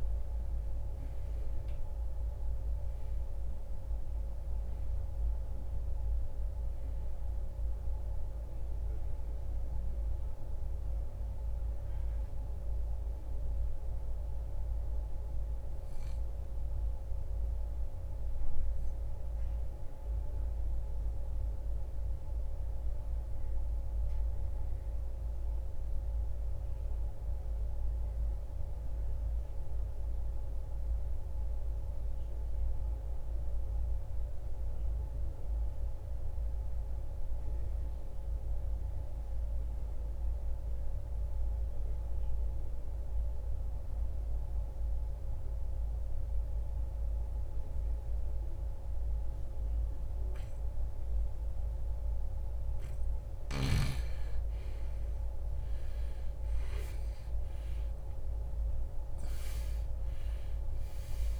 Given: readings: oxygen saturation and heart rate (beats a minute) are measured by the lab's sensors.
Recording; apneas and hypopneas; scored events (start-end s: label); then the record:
breathing in sleep, hard to hear, by a room microphone; 1
0.00-30.50 s: oxygen desaturation (device-marked, oxygen 80% lowest, heart rate 49 extreme)
16.00-53.00 s: obstructive apnea (oxygen 93% before, 79% lowest, heart rate 79 before, 49 extreme, up 24 after)
47.50-61.40 s: oxygen desaturation (device-marked, oxygen 98% before, 79% lowest, heart rate 65 before, 55 extreme)
54.00-58.00 s: arousal
From the record:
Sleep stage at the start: N2 (light sleep); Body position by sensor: on the right side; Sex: male